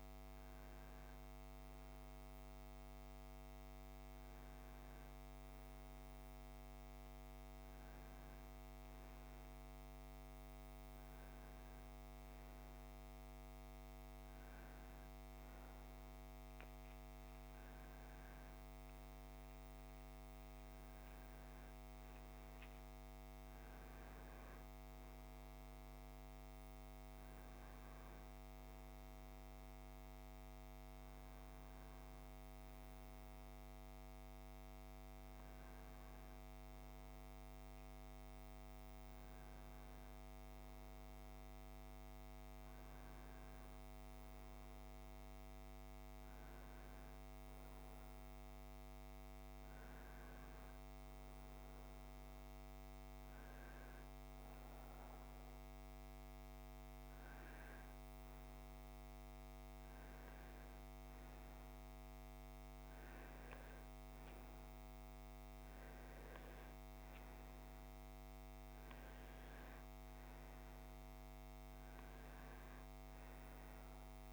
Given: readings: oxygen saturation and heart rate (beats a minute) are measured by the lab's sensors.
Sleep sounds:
a person awake in a sleep study, hard to hear, by a microphone on the trachea; none
none scored
From the record:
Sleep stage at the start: awake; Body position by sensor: on the right side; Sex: male

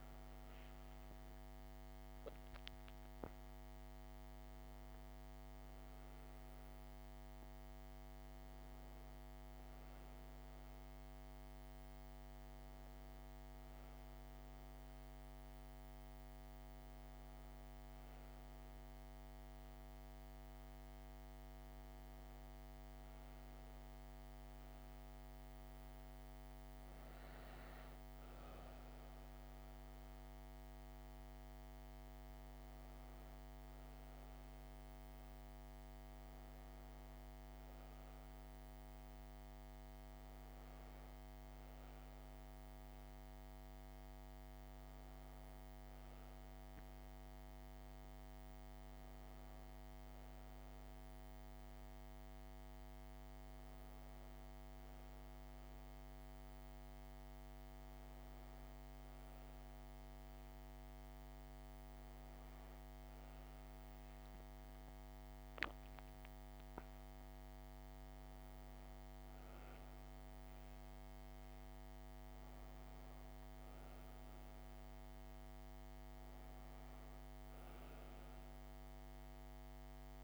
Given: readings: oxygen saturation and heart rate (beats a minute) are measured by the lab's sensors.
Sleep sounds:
breathing in sleep, hard to hear, by a microphone on the trachea; none
0.50-4.50 s: arousal
From the record:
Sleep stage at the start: N1 (lightest sleep); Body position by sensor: on the back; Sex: female

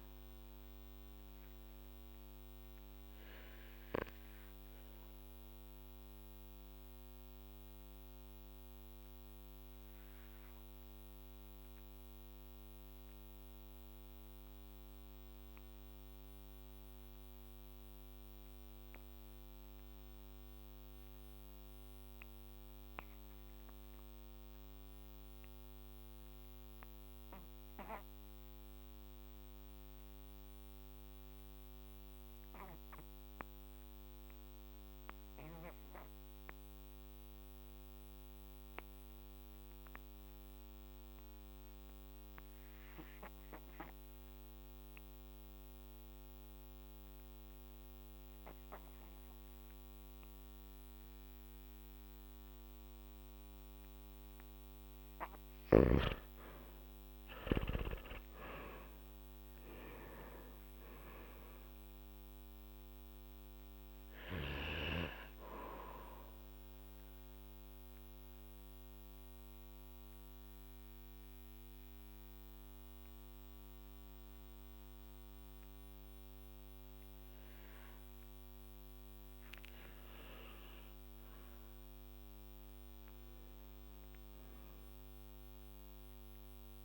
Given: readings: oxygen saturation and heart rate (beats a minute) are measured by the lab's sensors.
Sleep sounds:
breathing in sleep by a microphone on the trachea; 2
1.50-54.50 s: obstructive apnea (oxygen 98% before, 84% lowest, heart rate 51 before, 44 extreme, up 14 after)
24.50-52.50 s: oxygen desaturation (device-marked, oxygen 96% before, 85% lowest, heart rate 46 before, 44 extreme)
55.50-86.85 s: new sleep stage, N2 (light sleep)
56.00-61.00 s: arousal
67.50-78.50 s: mixed apnea (oxygen 97% before, 84% lowest, heart rate 51 before, 47 extreme, up 7 after)
80.00-84.50 s: arousal
85.50-86.85 s: oxygen desaturation (device-marked, oxygen 96% before, 84% lowest, heart rate 51 before, 46 extreme)
From the record:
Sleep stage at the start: REM sleep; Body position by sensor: on the back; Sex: male

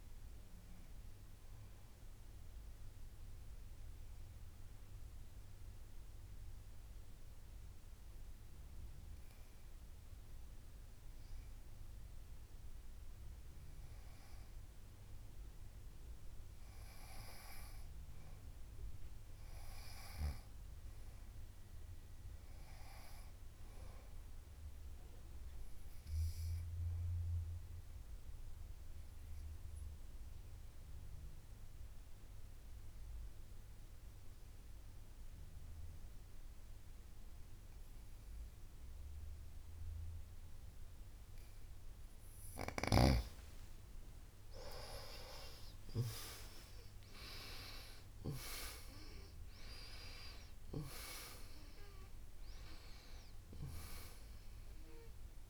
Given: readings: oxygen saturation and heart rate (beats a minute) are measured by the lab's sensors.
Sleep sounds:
breathing in sleep by a room microphone; 2
3.50-13.50 s: obstructive apnea (oxygen 96% before, 90% lowest, heart rate 60 before, 50 extreme, up 8 after)
15.50-20.00 s: arousal
27.50-43.00 s: obstructive apnea (oxygen 97% before, 90% lowest, heart rate 56 before, 52 extreme, up 27 after)
44.50-49.50 s: arousal
49.50-55.50 s: oxygen desaturation (device-marked, oxygen 96% before, 90% lowest, heart rate 59 before, 55 extreme)
From the record:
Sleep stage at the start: N2 (light sleep); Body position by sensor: on the back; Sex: female

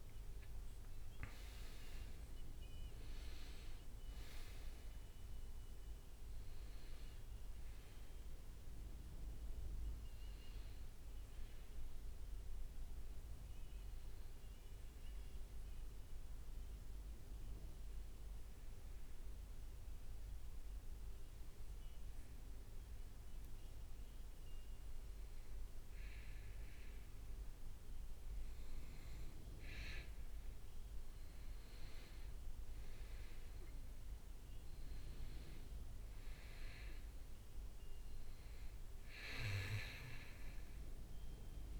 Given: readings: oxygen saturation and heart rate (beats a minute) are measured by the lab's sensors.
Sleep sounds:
breathing in sleep by a room microphone; 1
0.00-3.50 s: arousal
13.50-21.00 s: leg movement (device-marked)
14.50-29.50 s: obstructive apnea (oxygen 98% before, 95% lowest, heart rate 69 before, 61 extreme, up 14 after)
33.00-36.50 s: arousal
36.50-37.50 s: leg movement (device-marked)
From the record:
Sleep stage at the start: N2 (light sleep); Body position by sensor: on the back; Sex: male

